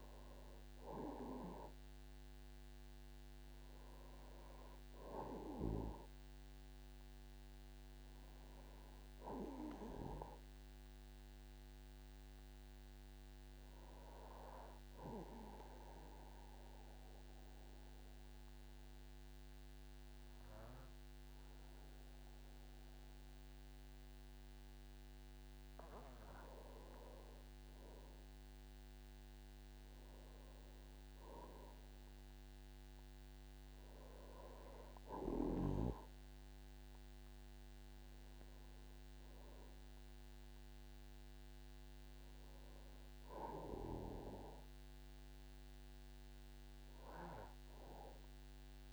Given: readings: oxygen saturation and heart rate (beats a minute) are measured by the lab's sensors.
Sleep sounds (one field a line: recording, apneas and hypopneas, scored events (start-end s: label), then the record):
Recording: breathing in sleep by a microphone on the trachea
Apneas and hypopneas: 1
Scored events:
15.00-26.50 s: obstructive apnea (oxygen 96% before, 91% lowest, heart rate 54 before, 48 extreme, up 12 after)
28.50-31.50 s: arousal
From the record:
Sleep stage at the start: N2 (light sleep)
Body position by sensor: on the back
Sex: male